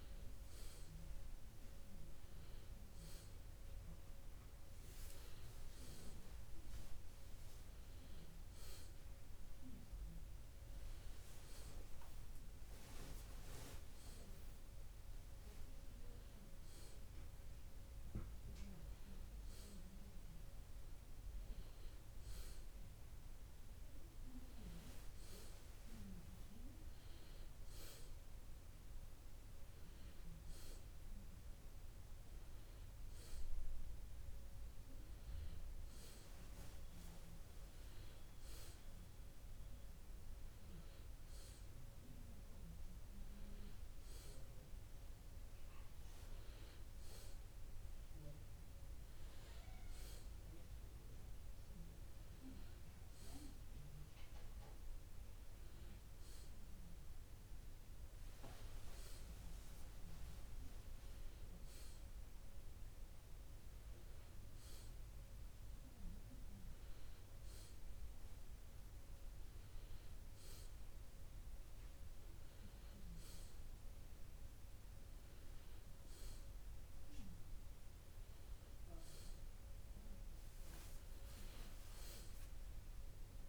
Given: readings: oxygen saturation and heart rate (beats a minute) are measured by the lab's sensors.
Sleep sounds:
breathing in sleep by a room microphone; none
74.50-83.49 s: new sleep stage, N1 (lightest sleep)
From the record:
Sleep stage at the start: N2 (light sleep); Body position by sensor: on the back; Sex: male

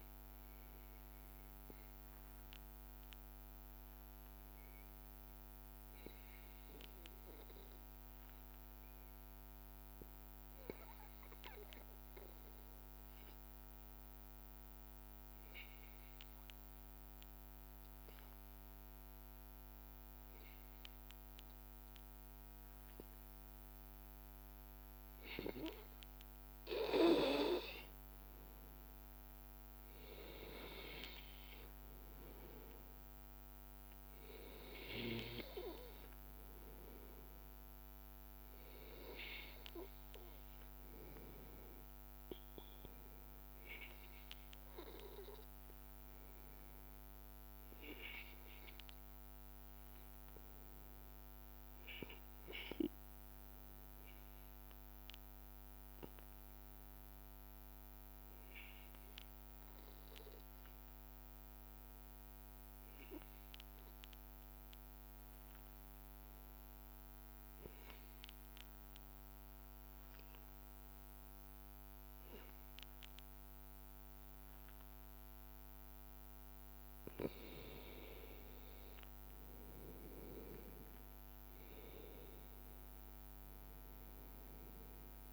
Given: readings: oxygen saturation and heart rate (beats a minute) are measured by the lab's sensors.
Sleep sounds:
breathing in sleep by a microphone on the trachea; 2
0.00-5.50 s: oxygen desaturation (device-marked, oxygen 92% lowest, heart rate 78 extreme)
11.00-29.00 s: obstructive apnea (oxygen 97% before, 92% lowest, heart rate 80 before, 78 extreme, up 3 after)
19.50-49.50 s: oxygen desaturation (device-marked, oxygen 97% before, 92% lowest, heart rate 80 before, 78 extreme)
31.50-35.50 s: arousal
45.50-72.00 s: obstructive apnea (oxygen 96% before, 92% lowest, heart rate 80 before, 79 extreme, up 1 after)
69.50-85.32 s: oxygen desaturation (device-marked, oxygen 96% before, 92% lowest, heart rate 81 before, 79 extreme)
77.00-80.50 s: arousal
From the record:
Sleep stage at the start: N2 (light sleep); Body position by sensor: on the back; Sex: male

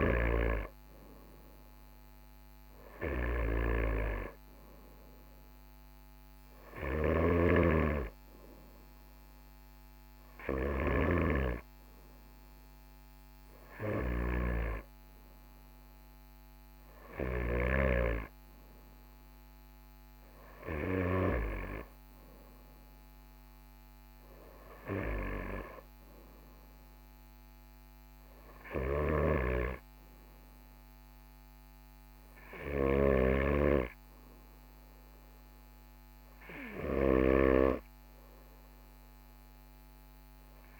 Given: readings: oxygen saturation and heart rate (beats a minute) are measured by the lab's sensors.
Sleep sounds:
breathing in sleep by a microphone on the trachea; none
7.00-18.00 s: snoring (device-marked)
29.00-33.00 s: snoring (device-marked)
37.00-40.50 s: arousal
From the record:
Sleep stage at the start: N2 (light sleep); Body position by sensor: on the right side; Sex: male

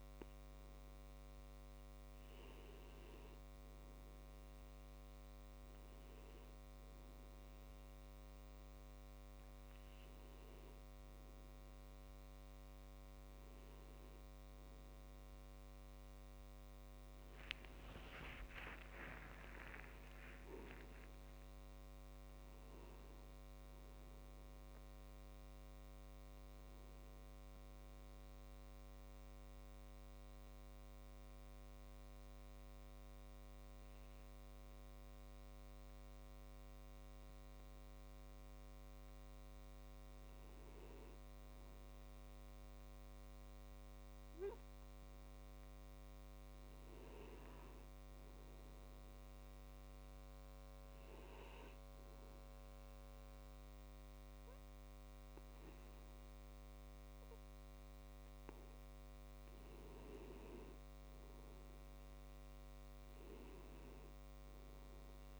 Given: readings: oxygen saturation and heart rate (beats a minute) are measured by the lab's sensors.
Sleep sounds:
breathing in sleep, hard to hear, by a microphone on the trachea; 2
18.00-21.50 s: arousal
29.00-40.00 s: hypopnea (oxygen 95% before, 92% lowest)
42.00-45.50 s: arousal
51.00-61.00 s: obstructive apnea (oxygen 95% before, 92% lowest)
63.00-65.40 s: arousal
From the record:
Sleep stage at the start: N2 (light sleep); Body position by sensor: on the back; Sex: male

